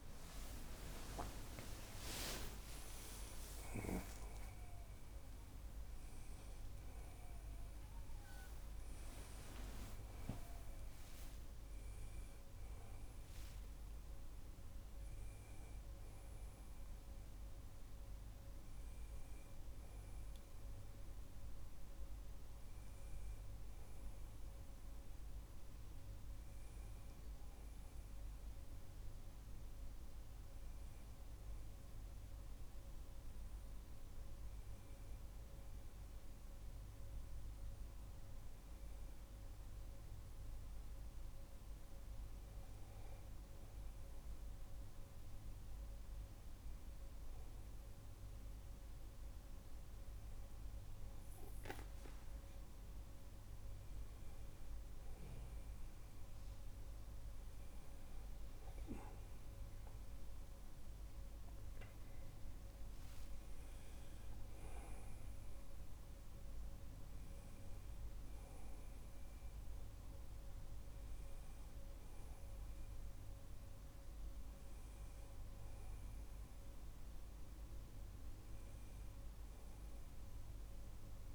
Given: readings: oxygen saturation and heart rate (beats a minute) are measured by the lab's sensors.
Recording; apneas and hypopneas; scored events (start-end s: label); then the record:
breathing in sleep by a room microphone; none
0.00-3.00 s: arousal
59.50-62.50 s: arousal
From the record:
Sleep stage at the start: N1 (lightest sleep); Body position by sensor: on the back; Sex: male